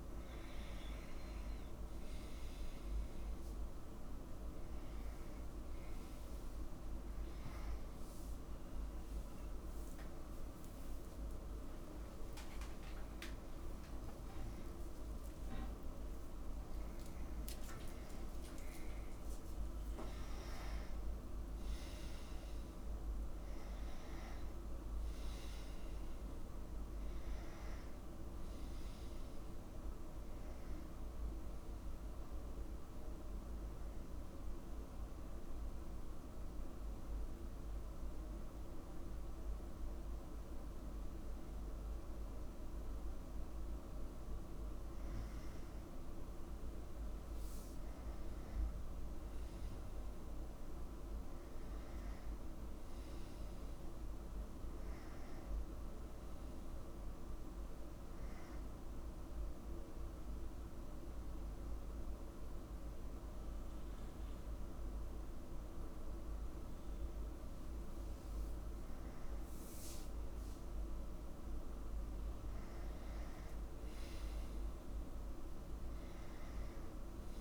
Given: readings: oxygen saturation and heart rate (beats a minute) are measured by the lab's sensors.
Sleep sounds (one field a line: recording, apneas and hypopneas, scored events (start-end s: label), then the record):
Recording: a person awake in a sleep study, hard to hear, by a room microphone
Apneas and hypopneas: none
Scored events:
0.00-16.00 s: tachycardia (device-marked, heart rate 86 before, 161 extreme)
31.00-43.00 s: oxygen desaturation (device-marked, oxygen 96% before, 92% lowest, heart rate 87 before, 98 extreme)
32.00-61.00 s: tachycardia (device-marked, heart rate 79 before, 179 extreme)
62.00-74.00 s: tachycardia (device-marked, heart rate 77 before, 142 extreme)
From the record:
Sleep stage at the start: awake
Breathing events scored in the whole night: 322 in 4.2 hours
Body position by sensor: on the back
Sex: male